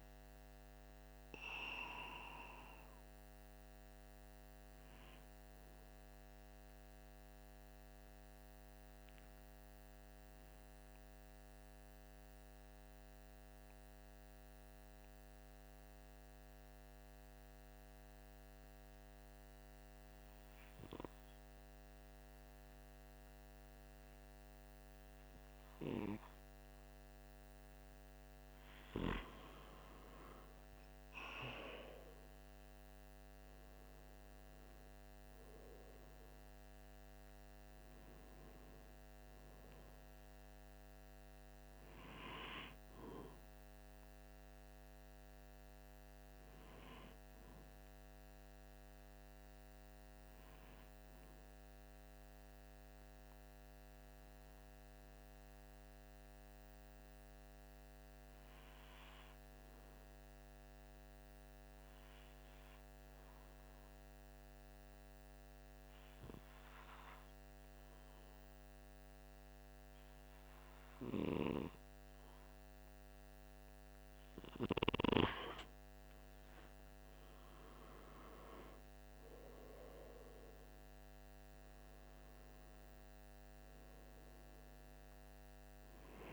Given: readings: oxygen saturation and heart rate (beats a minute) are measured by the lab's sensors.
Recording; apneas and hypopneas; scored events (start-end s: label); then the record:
breathing in sleep by a microphone on the trachea; 2
0.00-20.00 s: oxygen desaturation (device-marked, oxygen 92% lowest, heart rate 43 extreme)
7.00-28.00 s: mixed apnea (oxygen 97% before, 92% lowest, heart rate 53 before, 44 extreme, up 3 after)
29.50-34.00 s: arousal
50.50-74.00 s: obstructive apnea (oxygen 98% before, 93% lowest, heart rate 47 before, 44 extreme, up 5 after)
76.50-81.00 s: arousal
From the record:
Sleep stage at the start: N2 (light sleep); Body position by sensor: on the right side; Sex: male